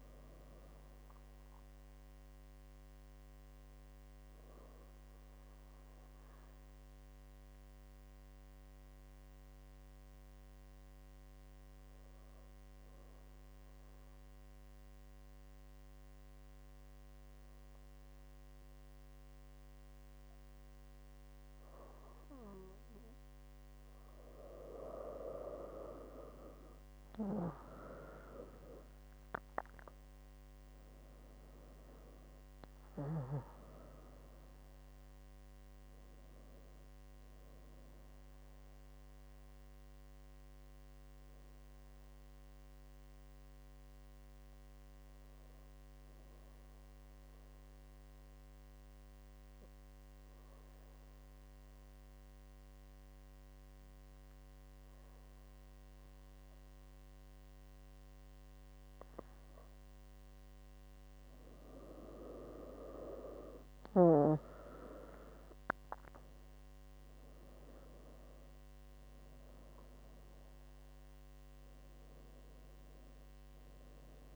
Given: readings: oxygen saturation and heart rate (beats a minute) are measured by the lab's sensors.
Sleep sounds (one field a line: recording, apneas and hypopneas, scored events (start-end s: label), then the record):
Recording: breathing in sleep by a microphone on the trachea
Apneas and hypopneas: 2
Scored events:
2.00-24.00 s: obstructive apnea (oxygen 98% before, 91% lowest, heart rate 73 before, 68 extreme, up 7 after)
25.50-30.50 s: arousal
27.00-50.00 s: oxygen desaturation (device-marked, oxygen 97% before, 91% lowest, heart rate 71 before, 68 extreme)
39.50-60.50 s: obstructive apnea (oxygen 97% before, 91% lowest, heart rate 73 before, 68 extreme, up 7 after)
63.00-68.00 s: arousal
71.00-74.35 s: oxygen desaturation (device-marked, oxygen 97% before, 93% lowest, heart rate 72 before, 65 extreme)
From the record:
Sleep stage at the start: N2 (light sleep)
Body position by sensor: on the back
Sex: female